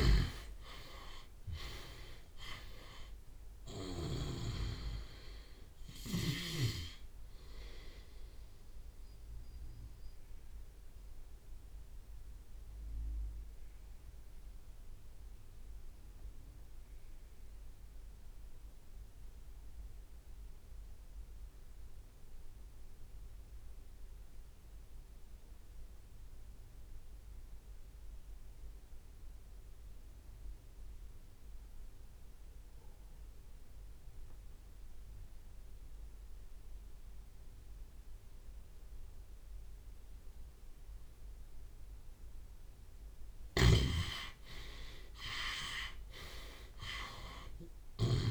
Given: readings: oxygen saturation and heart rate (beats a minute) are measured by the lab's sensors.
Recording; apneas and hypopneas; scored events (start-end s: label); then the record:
breathing in sleep by a room microphone; 1
0.00-4.50 s: snoring (device-marked)
0.00-9.50 s: drop in pulse transit time (device-marked)
0.50-2.50 s: long interval between heartbeats (device-marked)
0.50-3.50 s: tachycardia (device-marked, heart rate 31 before, 86 extreme)
7.50-9.50 s: long interval between heartbeats (device-marked, heart rate 38 before, 84 extreme)
7.50-42.50 s: mixed apnea (oxygen 94% before, 61% lowest, heart rate 38 before, 25 extreme)
10.50-12.50 s: long interval between heartbeats (device-marked, heart rate 49 before, 59 extreme)
10.50-34.50 s: oxygen desaturation (device-marked, oxygen 89% before, 61% lowest, heart rate 49 before, 25 extreme)
15.50-17.50 s: long interval between heartbeats (device-marked, heart rate 60 before, 45 extreme)
23.50-25.50 s: long interval between heartbeats (device-marked, heart rate 59 before, 31 extreme)
28.50-30.50 s: long interval between heartbeats (device-marked, heart rate 43 before, 38 extreme)
28.50-34.50 s: drop in pulse transit time (device-marked, heart rate 43 before, 32 extreme)
34.00-36.00 s: long interval between heartbeats (device-marked, heart rate 37 before, 39 extreme)
36.50-48.31 s: oxygen desaturation (device-marked, oxygen 97% before, 68% lowest)
43.50-45.50 s: long interval between heartbeats (device-marked, heart rate 32 before, 41 extreme)
43.50-47.50 s: arousal
43.50-48.31 s: snoring (device-marked)
From the record:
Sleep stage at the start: REM sleep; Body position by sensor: on the left side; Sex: male